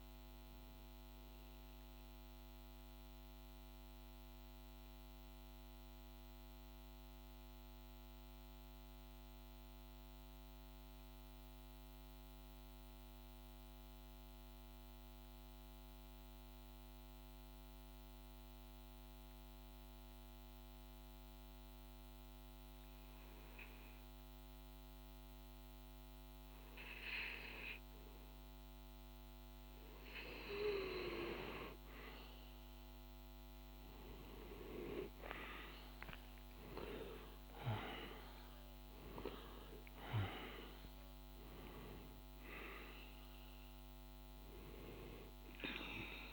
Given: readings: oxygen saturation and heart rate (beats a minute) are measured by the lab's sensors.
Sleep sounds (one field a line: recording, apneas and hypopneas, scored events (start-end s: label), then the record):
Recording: breathing in sleep by a microphone on the trachea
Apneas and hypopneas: 1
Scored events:
0.00-10.00 s: oxygen desaturation (device-marked, oxygen 90% lowest, heart rate 49 extreme)
1.00-27.50 s: mixed apnea (oxygen 97% before, 89% lowest, heart rate 70 before, 49 extreme, up 13 after)
24.00-46.33 s: oxygen desaturation (device-marked, oxygen 98% before, 89% lowest, heart rate 50 before, 50 extreme)
33.50-38.50 s: arousal
From the record:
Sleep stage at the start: N2 (light sleep)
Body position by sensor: on the back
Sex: male